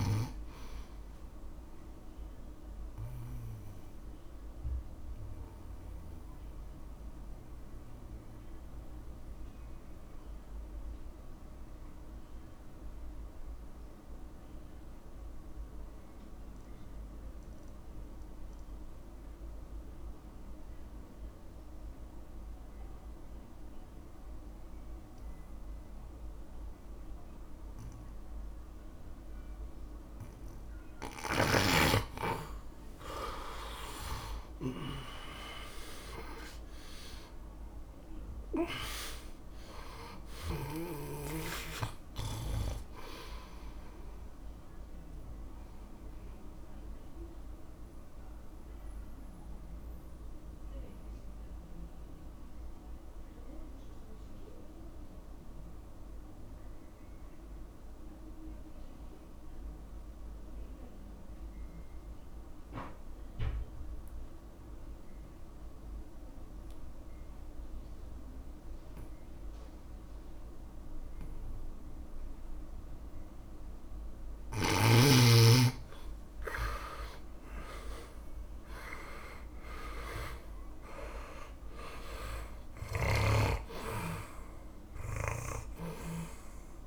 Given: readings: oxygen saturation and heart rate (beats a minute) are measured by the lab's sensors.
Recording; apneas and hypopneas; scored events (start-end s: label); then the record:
breathing in sleep by a room microphone; 2
0.00-19.00 s: oxygen desaturation (device-marked, oxygen 84% lowest, heart rate 57 extreme)
3.50-32.00 s: mixed apnea (oxygen 100% before, 84% lowest, heart rate 65 before, 57 extreme, up 14 after)
28.00-44.00 s: oxygen desaturation (device-marked, oxygen 100% before, 93% lowest, heart rate 61 before, 58 extreme)
34.50-38.50 s: arousal
45.50-74.00 s: mixed apnea (oxygen 100% before, 84% lowest, heart rate 65 before, 55 extreme, up 9 after)
46.00-63.00 s: oxygen desaturation (device-marked, oxygen 96% before, 85% lowest, heart rate 66 before, 55 extreme)
71.00-86.87 s: oxygen desaturation (device-marked, oxygen 100% before, 84% lowest, heart rate 65 before, 54 extreme)
76.00-80.50 s: arousal
83.50-86.87 s: snoring (device-marked)
From the record:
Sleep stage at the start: N2 (light sleep); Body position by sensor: on the back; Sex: male